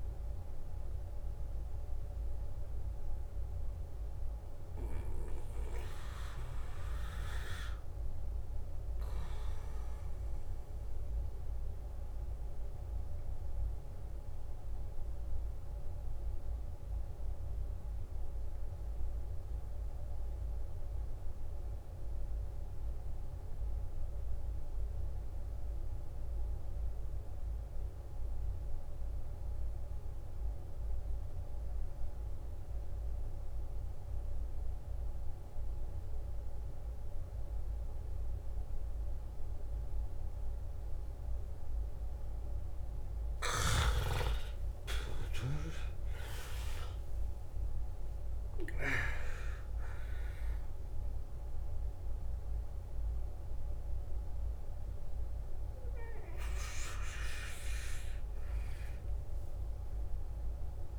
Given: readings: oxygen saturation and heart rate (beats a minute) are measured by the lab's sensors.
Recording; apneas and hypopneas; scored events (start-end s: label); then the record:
breathing in sleep by a room microphone; 1
0.00-21.00 s: oxygen desaturation (device-marked, oxygen 86% lowest, heart rate 54 extreme)
2.00-43.00 s: mixed apnea (oxygen 98% before, 86% lowest, heart rate 63 before, 54 extreme, up 17 after)
39.00-60.98 s: oxygen desaturation (device-marked, oxygen 98% before, 87% lowest, heart rate 56 before, 56 extreme)
44.00-48.00 s: arousal
From the record:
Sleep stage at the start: N2 (light sleep); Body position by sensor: on the back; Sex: male